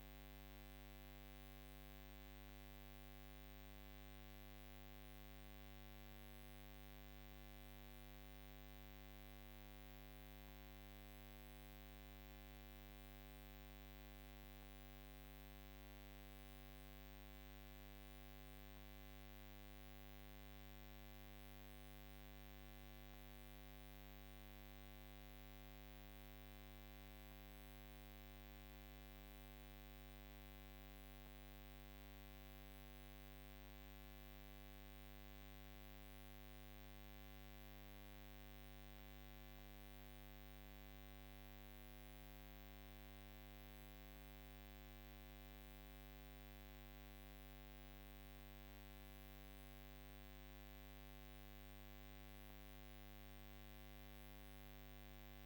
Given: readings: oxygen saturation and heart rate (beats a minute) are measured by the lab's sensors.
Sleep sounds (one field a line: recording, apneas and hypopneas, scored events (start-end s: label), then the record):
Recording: breathing in sleep, hard to hear, by a microphone on the trachea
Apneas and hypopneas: none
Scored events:
none scored
From the record:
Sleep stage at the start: N2 (light sleep)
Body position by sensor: on the right side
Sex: female